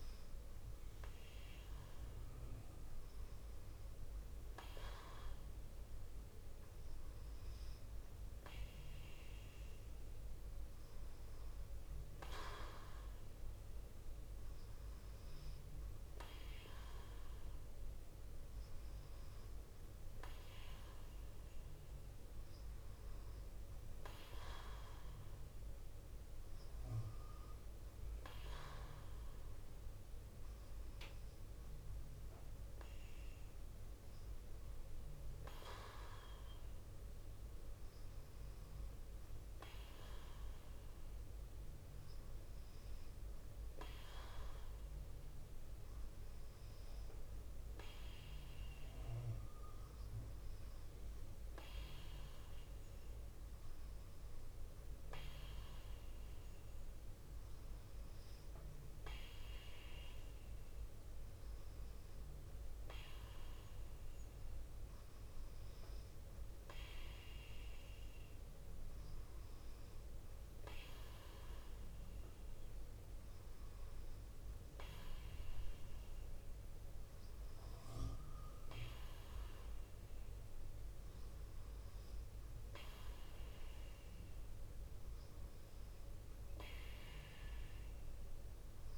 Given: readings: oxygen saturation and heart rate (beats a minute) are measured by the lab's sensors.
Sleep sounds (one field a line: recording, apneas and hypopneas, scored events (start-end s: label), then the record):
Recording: breathing in sleep by a room microphone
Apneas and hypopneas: none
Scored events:
none scored
From the record:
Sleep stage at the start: N2 (light sleep)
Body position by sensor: on the left side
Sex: female